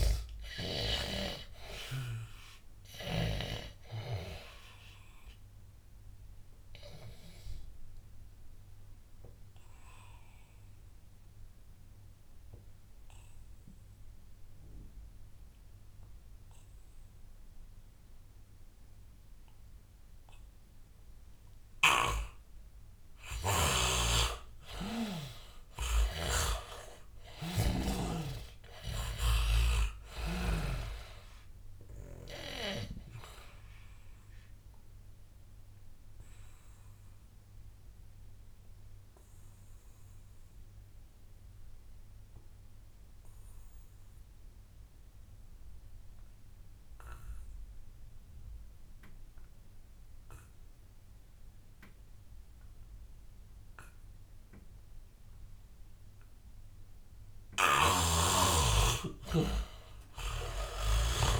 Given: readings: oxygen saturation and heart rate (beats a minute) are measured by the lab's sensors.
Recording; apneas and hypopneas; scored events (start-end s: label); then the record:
breathing in sleep by a room microphone; 2
0.00-3.50 s: snoring (device-marked)
0.00-13.00 s: oxygen desaturation (device-marked, oxygen 79% lowest, heart rate 80 extreme)
5.50-23.50 s: obstructive apnea (oxygen 100% before, 79% lowest, heart rate 89 before, 79 extreme, up 4 after)
26.00-29.00 s: arousal
26.00-30.00 s: snoring (device-marked)
26.00-44.00 s: oxygen desaturation (device-marked, oxygen 99% before, 85% lowest, heart rate 95 before, 79 extreme)
32.50-56.50 s: obstructive apnea (oxygen 100% before, 79% lowest, heart rate 94 before, 79 extreme, up 15 after)
50.00-61.39 s: oxygen desaturation (device-marked, oxygen 99% before, 79% lowest, heart rate 90 before, 84 extreme)
57.50-61.39 s: snoring (device-marked)
59.50-61.39 s: arousal
From the record:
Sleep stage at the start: N2 (light sleep); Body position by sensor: on the back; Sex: male